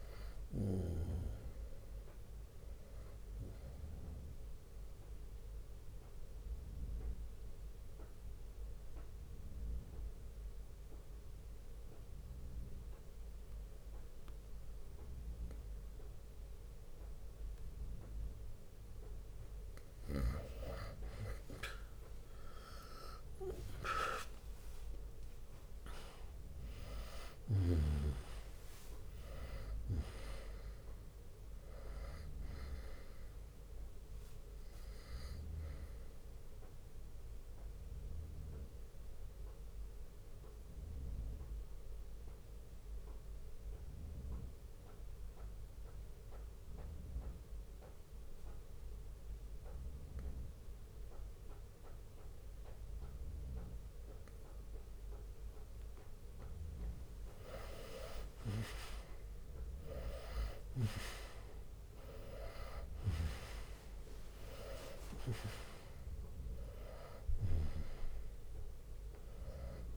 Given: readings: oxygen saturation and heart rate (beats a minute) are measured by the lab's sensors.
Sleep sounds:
breathing in sleep by a room microphone; 2
3.50-18.00 s: obstructive apnea (oxygen 97% before, 90% lowest, heart rate 99 before, 60 extreme, up 1 after)
22.00-26.50 s: arousal
28.00-34.00 s: drop in pulse transit time (device-marked, heart rate 61 before, 68 extreme)
30.00-49.00 s: oxygen desaturation (device-marked, oxygen 98% before, 91% lowest, heart rate 62 before, 58 extreme)
37.50-55.50 s: obstructive apnea (oxygen 98% before, 91% lowest, heart rate 65 before, 58 extreme, up 11 after)
40.00-54.00 s: bradycardia (device-marked, heart rate 66 before, 58 extreme)
44.00-52.00 s: drop in pulse transit time (device-marked, heart rate 66 before, 58 extreme)
57.50-61.50 s: arousal
59.00-69.97 s: drop in pulse transit time (device-marked, heart rate 59 before, 63 extreme)
61.00-69.97 s: oxygen desaturation (device-marked, oxygen 98% before, 91% lowest, heart rate 59 before, 57 extreme)
From the record:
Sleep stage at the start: N2 (light sleep); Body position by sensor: on the right side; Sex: male

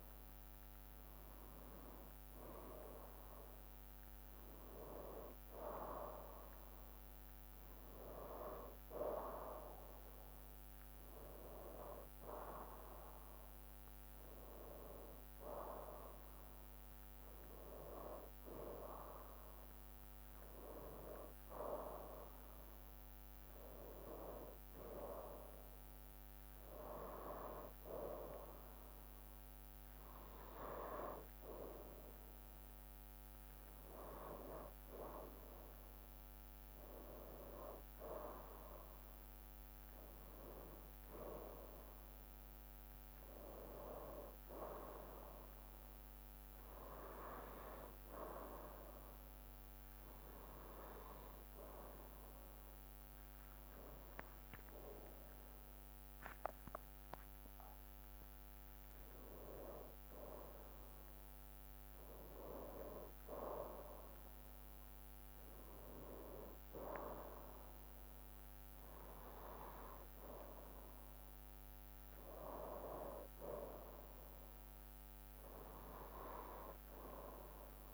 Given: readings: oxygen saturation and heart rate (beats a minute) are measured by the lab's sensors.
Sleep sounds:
breathing in sleep by a microphone on the trachea; none
55.50-60.00 s: arousal
From the record:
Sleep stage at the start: REM sleep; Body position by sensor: on the right side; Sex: male

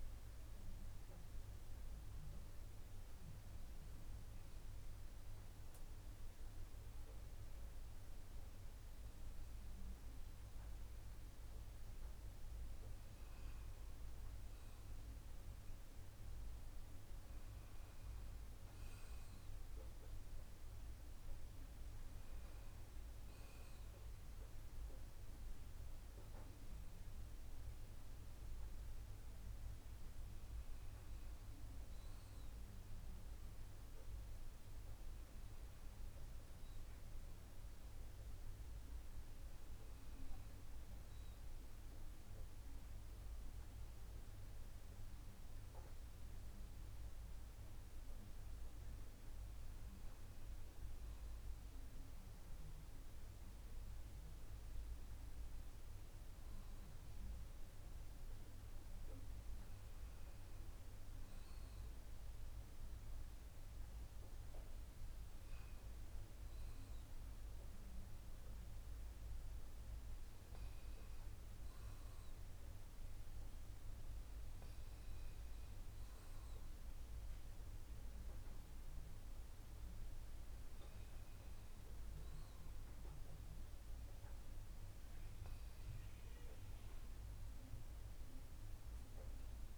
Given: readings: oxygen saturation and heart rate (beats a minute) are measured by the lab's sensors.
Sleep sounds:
breathing in sleep, hard to hear, by a room microphone; none
none scored
From the record:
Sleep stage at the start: N2 (light sleep); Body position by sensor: on the right side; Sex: male

